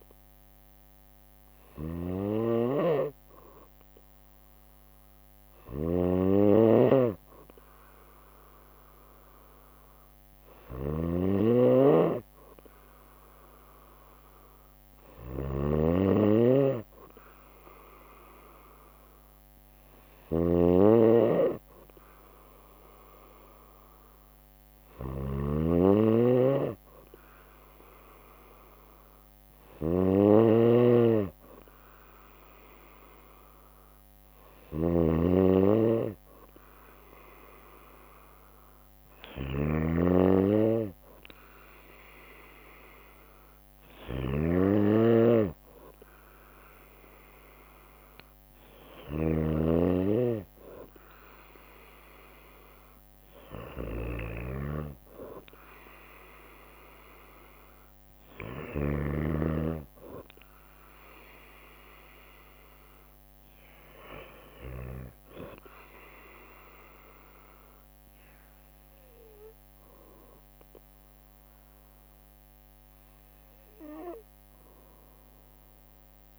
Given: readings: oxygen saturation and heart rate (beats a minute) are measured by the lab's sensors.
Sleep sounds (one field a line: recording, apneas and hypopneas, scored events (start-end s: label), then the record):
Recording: breathing in sleep by a microphone on the trachea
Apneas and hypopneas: none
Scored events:
0.00-3.00 s: bradycardia (device-marked, heart rate 58 extreme)
0.00-58.50 s: snoring (device-marked)
6.00-8.00 s: bradycardia (device-marked, heart rate 62 before, 60 extreme)
9.00-13.00 s: bradycardia (device-marked, heart rate 62 before, 59 extreme)
From the record:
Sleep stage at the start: N2 (light sleep)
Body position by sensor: on the right side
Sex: female